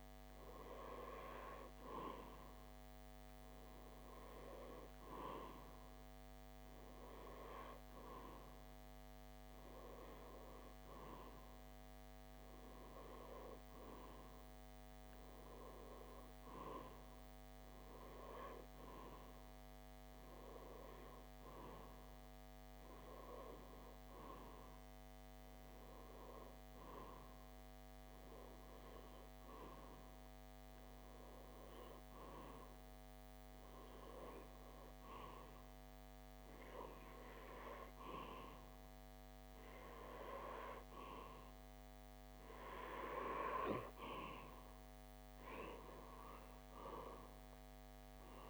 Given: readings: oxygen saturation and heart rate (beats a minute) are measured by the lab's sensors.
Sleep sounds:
breathing in sleep by a microphone on the trachea; none
44.50-48.50 s: arousal
From the record:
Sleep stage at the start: REM sleep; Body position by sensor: on the back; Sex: male

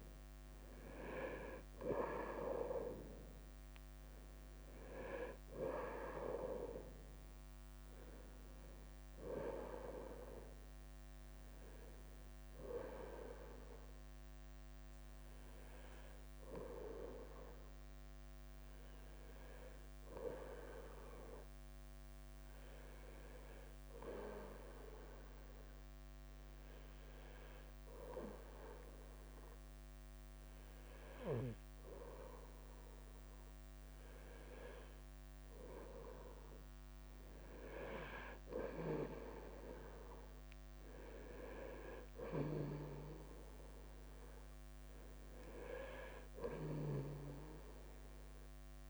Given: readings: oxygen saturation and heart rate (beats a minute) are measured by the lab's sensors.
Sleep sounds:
breathing in sleep by a microphone on the trachea; 1
0.00-14.00 s: oxygen desaturation (device-marked, oxygen 92% lowest, heart rate 53 extreme)
6.00-48.90 s: bradycardia (device-marked, heart rate 54 before, 49 extreme)
10.00-13.50 s: arousal
16.50-34.50 s: hypopnea (oxygen 97% before, 92% lowest, heart rate 57 before, 50 extreme, up 5 after)
38.00-41.50 s: arousal
From the record:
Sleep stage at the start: N2 (light sleep); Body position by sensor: on the back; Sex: male

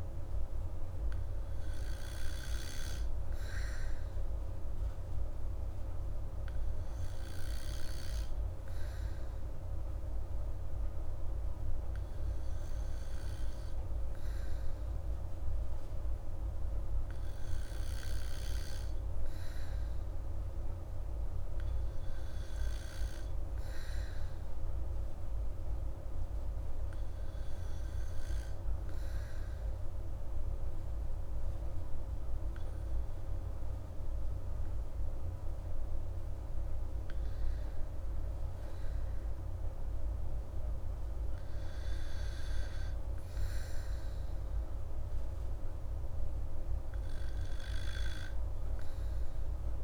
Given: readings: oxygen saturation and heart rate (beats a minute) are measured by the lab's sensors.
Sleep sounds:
breathing in sleep, hard to hear, by a room microphone; none
none scored
From the record:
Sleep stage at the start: N2 (light sleep); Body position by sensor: on the back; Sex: female

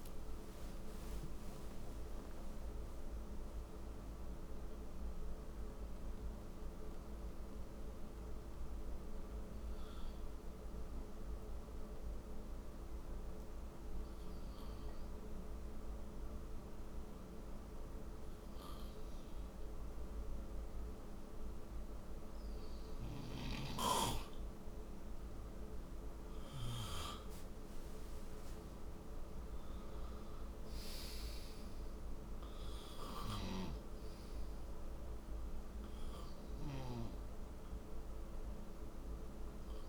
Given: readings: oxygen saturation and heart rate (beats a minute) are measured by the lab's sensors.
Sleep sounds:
breathing in sleep by a room microphone; 1
9.00-25.00 s: hypopnea (oxygen 95% before, 88% lowest, heart rate 96 before, 54 extreme, up 13 after)
27.00-31.00 s: arousal
From the record:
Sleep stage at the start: N2 (light sleep); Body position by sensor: on the right side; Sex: male

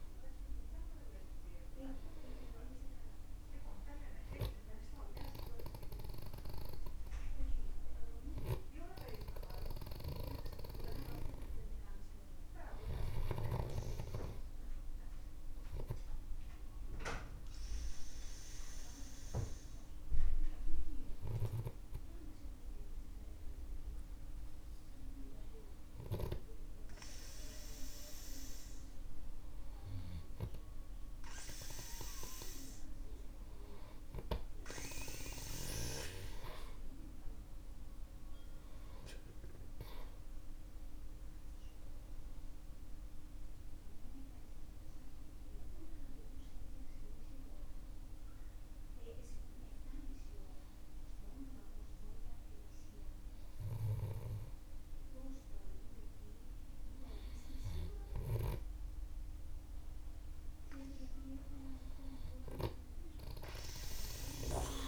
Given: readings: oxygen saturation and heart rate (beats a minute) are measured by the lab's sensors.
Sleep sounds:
breathing in sleep by a room microphone; 2
0.00-2.50 s: arousal
7.00-27.50 s: hypopnea (oxygen 98% before, 95% lowest, heart rate 56 before, 48 extreme, up 8 after)
29.50-33.00 s: arousal
30.00-41.00 s: oxygen desaturation (device-marked, oxygen 98% before, 95% lowest, heart rate 50 before, 52 extreme)
47.00-58.00 s: hypopnea (oxygen 98% before, 95% lowest, heart rate 56 before, 50 extreme, up 5 after)
From the record:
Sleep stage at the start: N2 (light sleep); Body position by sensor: on the back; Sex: male

